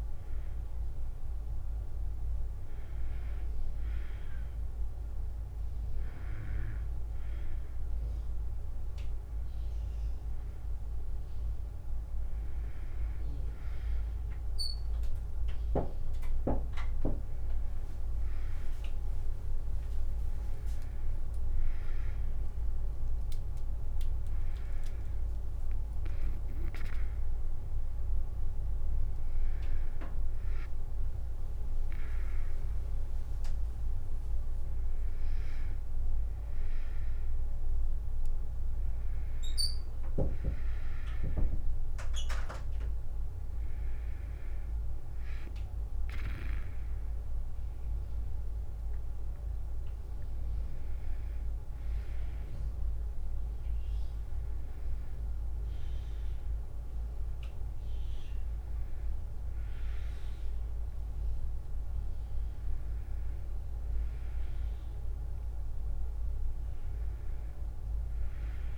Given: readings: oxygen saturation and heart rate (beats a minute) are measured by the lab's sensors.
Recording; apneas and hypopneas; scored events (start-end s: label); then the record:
breathing in sleep by a room microphone; none
20.00-33.00 s: drop in pulse transit time (device-marked, heart rate 72 before, 65 extreme)
From the record:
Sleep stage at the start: N2 (light sleep); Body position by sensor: on the back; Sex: female